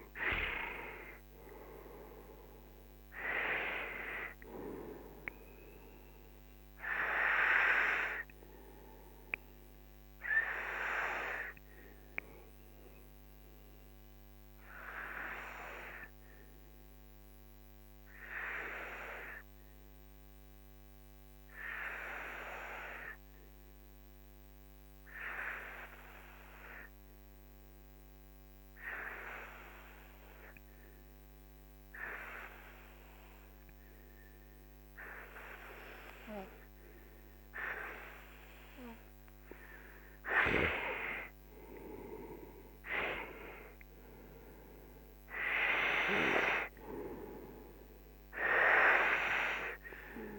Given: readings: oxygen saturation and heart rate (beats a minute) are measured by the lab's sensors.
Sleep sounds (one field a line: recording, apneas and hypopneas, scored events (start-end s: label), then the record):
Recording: breathing in sleep by a microphone on the trachea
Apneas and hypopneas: 1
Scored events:
0.00-13.50 s: oxygen desaturation (device-marked, oxygen 92% lowest, heart rate 45 extreme)
10.50-38.00 s: obstructive apnea (oxygen 97% before, 92% lowest, heart rate 57 before, 44 extreme, up 10 after)
38.50-50.39 s: oxygen desaturation (device-marked, oxygen 98% before, 92% lowest, heart rate 52 before, 44 extreme)
40.00-45.50 s: arousal
From the record:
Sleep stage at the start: N2 (light sleep)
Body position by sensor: on the back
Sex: male